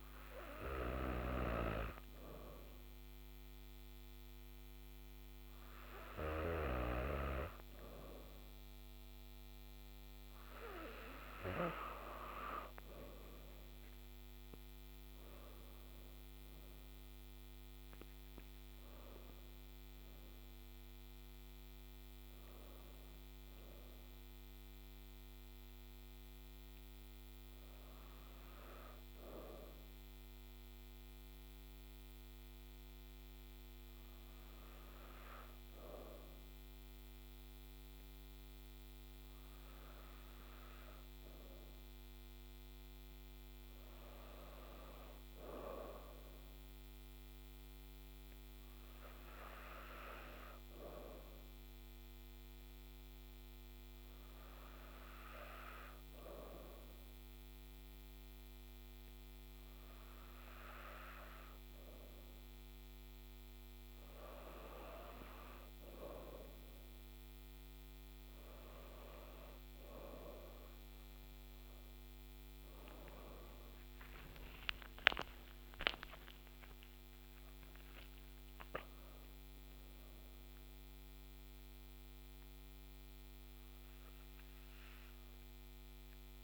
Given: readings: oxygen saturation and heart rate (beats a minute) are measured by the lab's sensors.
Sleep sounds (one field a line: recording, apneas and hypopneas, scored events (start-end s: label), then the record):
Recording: breathing in sleep by a microphone on the trachea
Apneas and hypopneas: none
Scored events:
14.50-18.50 s: arousal
71.00-86.44 s: new sleep stage, N2 (light sleep)
73.50-77.50 s: arousal
From the record:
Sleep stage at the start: N3 (deep sleep)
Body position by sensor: on the back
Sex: female